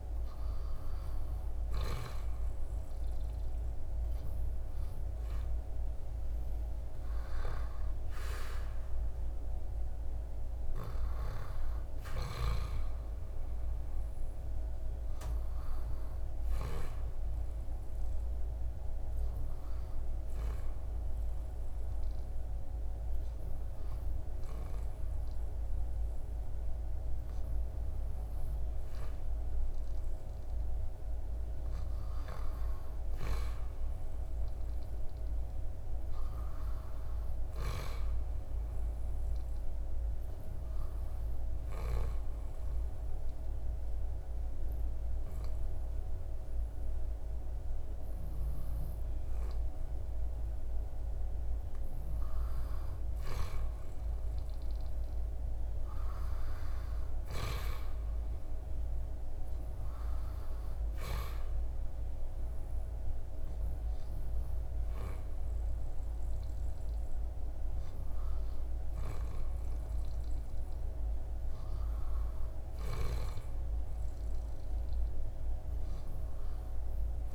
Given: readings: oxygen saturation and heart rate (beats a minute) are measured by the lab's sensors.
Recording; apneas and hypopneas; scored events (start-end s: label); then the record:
breathing in sleep by a room microphone; 2
18.50-31.00 s: hypopnea (oxygen 97% before, 94% lowest, heart rate 79 before, 72 extreme, up 4 after)
33.50-37.00 s: arousal
40.50-51.50 s: obstructive apnea (oxygen 98% before, 94% lowest, heart rate 76 before, 68 extreme, up 7 after)
56.00-61.50 s: arousal
From the record:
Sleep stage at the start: N2 (light sleep); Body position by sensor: on the back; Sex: male